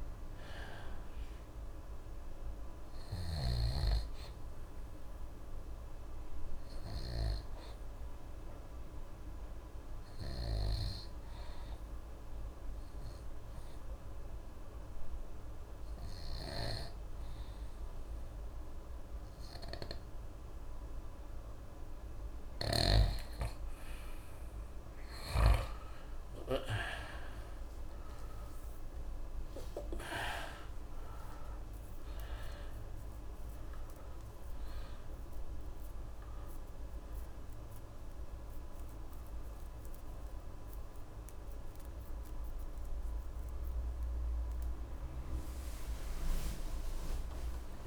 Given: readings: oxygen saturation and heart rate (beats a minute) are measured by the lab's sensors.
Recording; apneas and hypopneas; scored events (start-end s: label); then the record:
a person awake in a sleep study, by a room microphone; 1
8.00-24.50 s: hypopnea (oxygen 96% before, 92% lowest, heart rate 63 before, 48 extreme, up 21 after)
22.50-47.87 s: new sleep stage, awake
From the record:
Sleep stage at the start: N2 (light sleep); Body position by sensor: on the right side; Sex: male